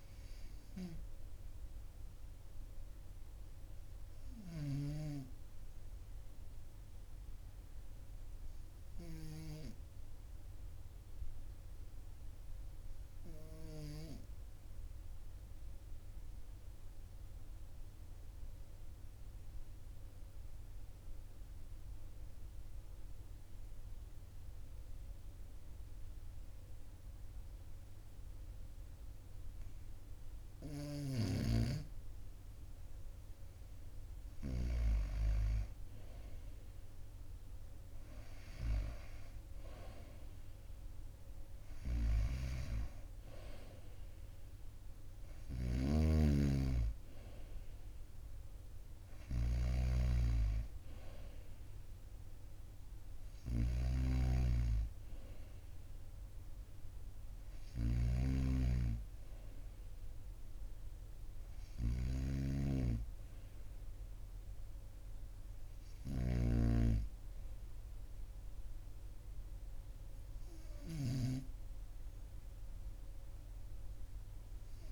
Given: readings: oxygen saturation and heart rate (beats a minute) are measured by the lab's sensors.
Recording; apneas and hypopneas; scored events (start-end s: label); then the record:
breathing in sleep by a room microphone; 1
12.00-31.00 s: obstructive apnea (oxygen 98% before, 94% lowest, heart rate 43 before, 43 extreme, up 1 after)
33.00-37.00 s: arousal
33.00-62.00 s: oxygen desaturation (device-marked, oxygen 97% before, 94% lowest, heart rate 43 before, 43 extreme)
45.50-49.50 s: snoring (device-marked)
57.50-66.50 s: snoring (device-marked)
From the record:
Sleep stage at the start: N2 (light sleep); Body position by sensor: on the right side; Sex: male